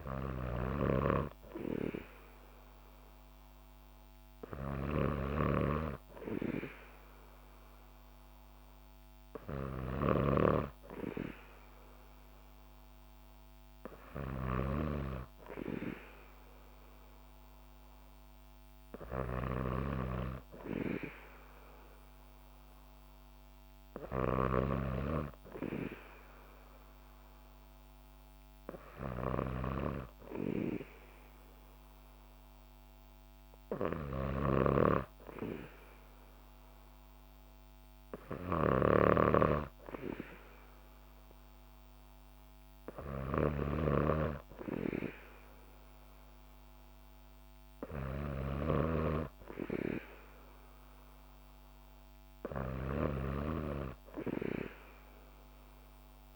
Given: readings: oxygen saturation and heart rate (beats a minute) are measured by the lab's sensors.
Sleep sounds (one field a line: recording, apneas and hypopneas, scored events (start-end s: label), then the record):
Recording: breathing in sleep by a microphone on the trachea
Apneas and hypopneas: none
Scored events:
0.00-24.50 s: snoring (device-marked)
34.00-56.36 s: snoring (device-marked)
From the record:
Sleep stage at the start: N2 (light sleep)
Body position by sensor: on the back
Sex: female